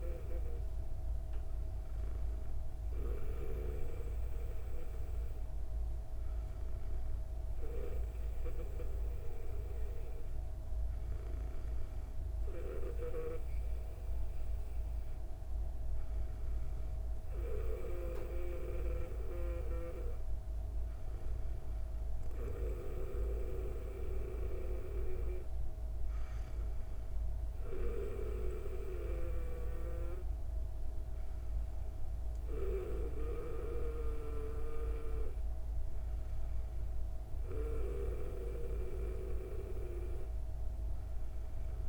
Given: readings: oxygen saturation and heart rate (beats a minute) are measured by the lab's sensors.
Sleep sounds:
breathing in sleep by a room microphone; none
28.00-32.50 s: snoring (device-marked)
From the record:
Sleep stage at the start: N2 (light sleep); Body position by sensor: on the back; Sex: female

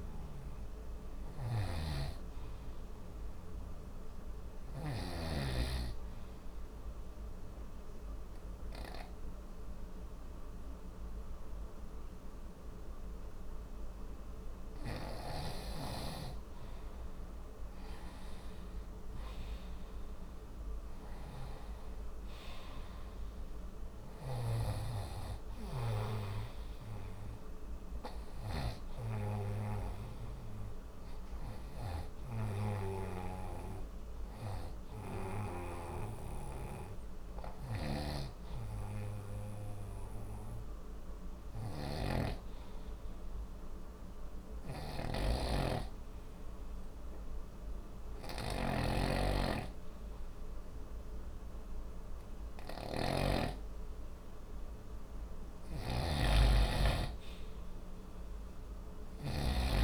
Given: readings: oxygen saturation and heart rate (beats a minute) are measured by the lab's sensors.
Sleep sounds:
breathing in sleep by a room microphone; 2
1.50-5.00 s: snoring (device-marked)
6.00-17.00 s: obstructive apnea (oxygen 94% before, 91% lowest, heart rate 63 before, 35 extreme, up 1 after)
18.00-22.00 s: arousal
20.00-38.00 s: oxygen desaturation (device-marked, oxygen 96% before, 91% lowest, heart rate 58 before, 35 extreme)
35.50-59.50 s: snoring (device-marked)
36.50-55.50 s: hypopnea (oxygen 96% before, 91% lowest, heart rate 51 before, 36 extreme, up 0 after)
54.00-59.84 s: oxygen desaturation (device-marked, oxygen 96% before, 91% lowest, heart rate 56 before, 35 extreme)
From the record:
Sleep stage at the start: N2 (light sleep); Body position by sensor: on the right side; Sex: male

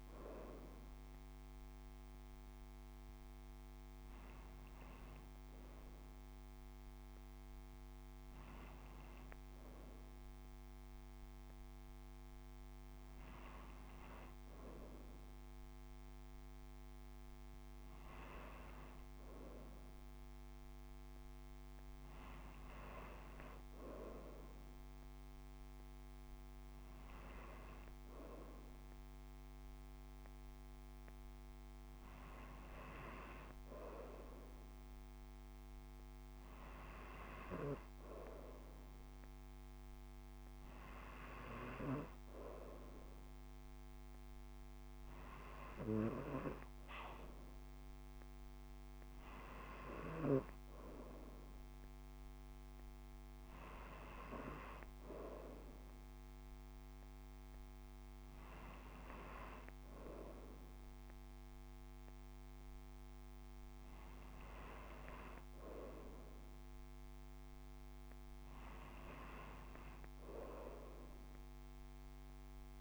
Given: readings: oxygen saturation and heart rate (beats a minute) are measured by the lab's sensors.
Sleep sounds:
breathing in sleep by a microphone on the trachea; none
none scored
From the record:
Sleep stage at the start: N2 (light sleep); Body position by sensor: upright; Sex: female

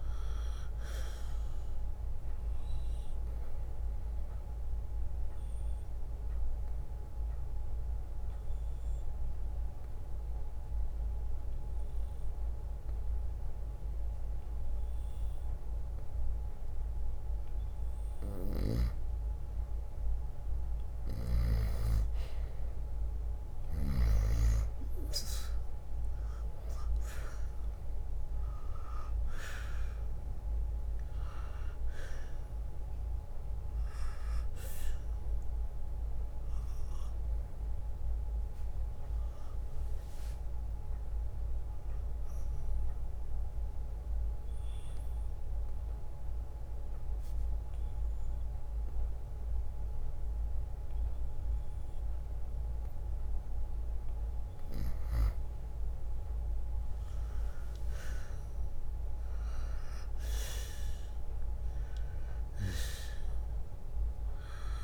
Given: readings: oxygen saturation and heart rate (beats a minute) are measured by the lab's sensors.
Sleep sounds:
breathing in sleep by a room microphone; 2
0.00-10.50 s: drop in pulse transit time (device-marked, heart rate 56 extreme)
4.50-8.50 s: bradycardia (device-marked, heart rate 63 before, 58 extreme)
5.00-17.50 s: obstructive apnea (oxygen 97% before, 92% lowest, heart rate 62 before, 56 extreme, up 5 after)
25.50-31.00 s: arousal
26.50-37.50 s: drop in pulse transit time (device-marked, heart rate 60 before, 61 extreme)
34.50-53.50 s: oxygen desaturation (device-marked, oxygen 97% before, 92% lowest, heart rate 61 before, 59 extreme)
42.50-54.50 s: obstructive apnea (oxygen 97% before, 92% lowest, heart rate 63 before, 59 extreme, up 6 after)
49.50-53.50 s: bradycardia (device-marked, heart rate 63 before, 59 extreme)
56.50-60.50 s: arousal
59.50-64.84 s: drop in pulse transit time (device-marked, heart rate 62 before, 59 extreme)
From the record:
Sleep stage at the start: N2 (light sleep); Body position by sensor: on the right side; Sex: male

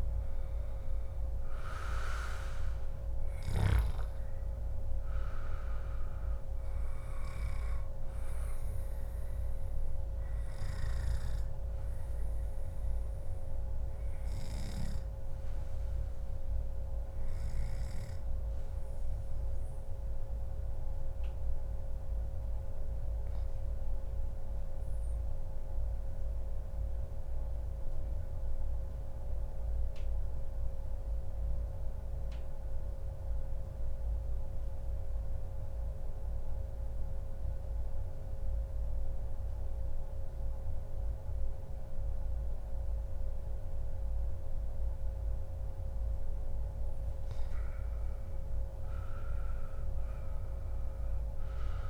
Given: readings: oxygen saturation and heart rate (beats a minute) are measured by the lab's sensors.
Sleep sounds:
breathing in sleep, hard to hear, by a room microphone; 1
21.00-44.50 s: obstructive apnea (oxygen 96% before, 91% lowest, heart rate 136 before, 99 extreme, up 43 after)
32.00-34.00 s: long interval between heartbeats (device-marked, heart rate 145 before, 117 extreme)
45.50-51.90 s: oxygen desaturation (device-marked, oxygen 97% before, 92% lowest, heart rate 125 before, 99 extreme)
47.50-51.50 s: arousal
From the record:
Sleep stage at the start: N2 (light sleep); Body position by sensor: on the back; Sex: male

